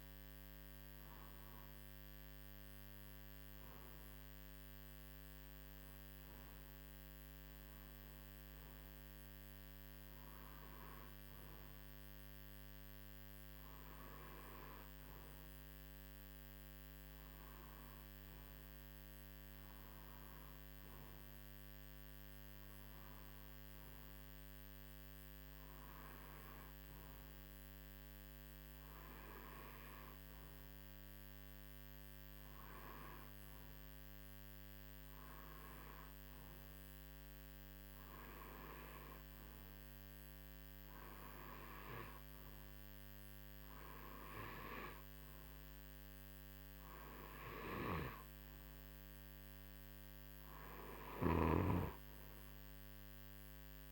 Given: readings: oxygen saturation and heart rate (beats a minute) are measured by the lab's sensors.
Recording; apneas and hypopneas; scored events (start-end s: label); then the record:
breathing in sleep by a microphone on the trachea; none
51.00-53.92 s: snoring (device-marked)
From the record:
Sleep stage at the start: N2 (light sleep); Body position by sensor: on the right side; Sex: male